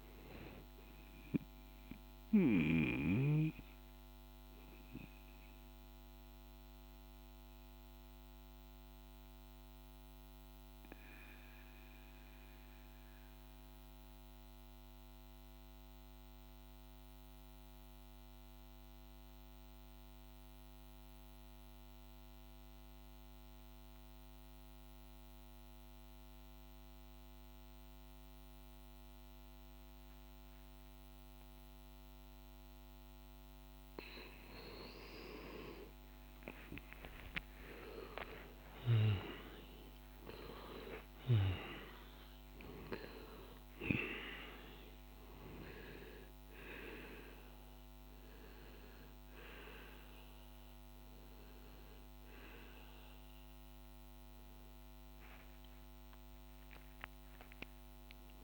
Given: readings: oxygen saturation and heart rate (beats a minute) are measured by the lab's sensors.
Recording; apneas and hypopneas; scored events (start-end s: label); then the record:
breathing in sleep by a microphone on the trachea; 1
0.00-6.00 s: oxygen desaturation (device-marked, oxygen 90% lowest, heart rate 48 extreme)
1.00-32.00 s: mixed apnea (oxygen 99% before, 89% lowest, heart rate 72 before, 48 extreme, up 25 after)
26.00-58.43 s: oxygen desaturation (device-marked, oxygen 99% before, 89% lowest, heart rate 49 before, 49 extreme)
34.50-39.50 s: arousal
From the record:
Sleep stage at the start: N2 (light sleep); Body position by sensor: on the back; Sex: male